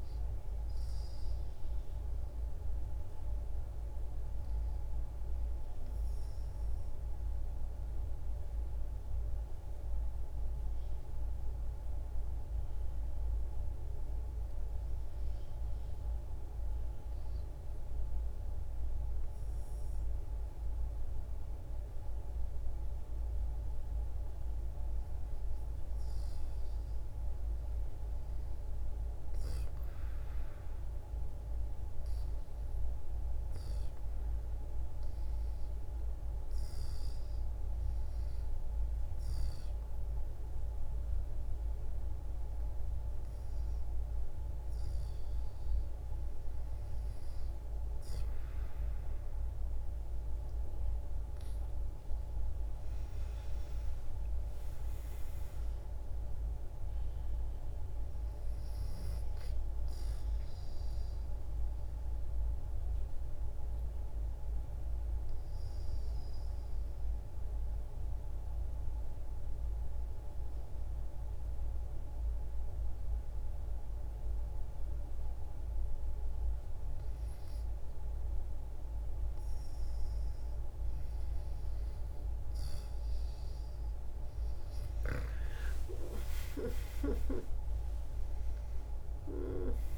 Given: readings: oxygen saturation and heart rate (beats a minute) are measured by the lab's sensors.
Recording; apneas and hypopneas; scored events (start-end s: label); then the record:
breathing in sleep, hard to hear, by a room microphone; 3
5.00-23.50 s: obstructive apnea (oxygen 96% before, 89% lowest, heart rate 58 before, 58 extreme, up 3 after)
25.50-30.00 s: arousal
25.50-44.50 s: oxygen desaturation (device-marked, oxygen 95% before, 89% lowest, heart rate 60 before, 63 extreme)
38.50-49.50 s: hypopnea (oxygen 96% before, 89% lowest, heart rate 63 before, 65 extreme, up 5 after)
52.50-56.50 s: arousal
60.50-76.00 s: obstructive apnea (oxygen 92% before, 89% lowest, heart rate 69 before, 65 extreme, up 3 after)
82.50-89.98 s: oxygen desaturation (device-marked, oxygen 97% before, 89% lowest, heart rate 66 before, 58 extreme)
83.00-87.50 s: arousal
From the record:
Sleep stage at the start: REM sleep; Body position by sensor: on the back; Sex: female